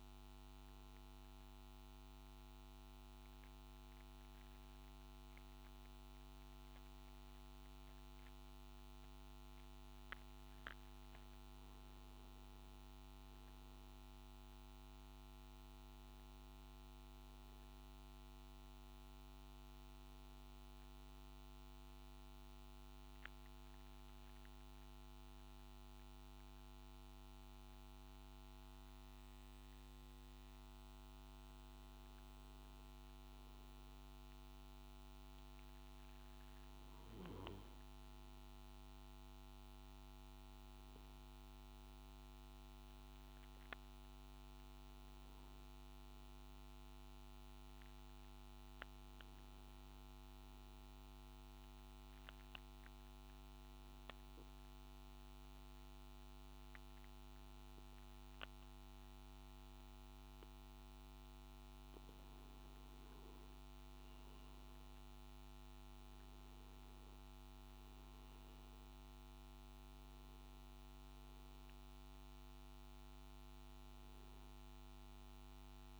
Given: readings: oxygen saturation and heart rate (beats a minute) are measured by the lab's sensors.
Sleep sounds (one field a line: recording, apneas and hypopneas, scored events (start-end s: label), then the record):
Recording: breathing in sleep, hard to hear, by a microphone on the trachea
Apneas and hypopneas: 3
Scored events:
1.00-12.00 s: mixed apnea (oxygen 97% before, 94% lowest, heart rate 73 before, 52 extreme, up 5 after)
21.00-31.50 s: mixed apnea (oxygen 99% before, 92% lowest, heart rate 58 before, 52 extreme, up 3 after)
21.00-32.00 s: oxygen desaturation (device-marked, oxygen 99% before, 95% lowest, heart rate 58 before, 52 extreme)
50.00-61.50 s: obstructive apnea (oxygen 97% before, 92% lowest, heart rate 54 before, 53 extreme, up 7 after)
71.00-76.00 s: oxygen desaturation (device-marked, oxygen 96% before, 92% lowest, heart rate 56 before, 53 extreme)
From the record:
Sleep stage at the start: N3 (deep sleep)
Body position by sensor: on the back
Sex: male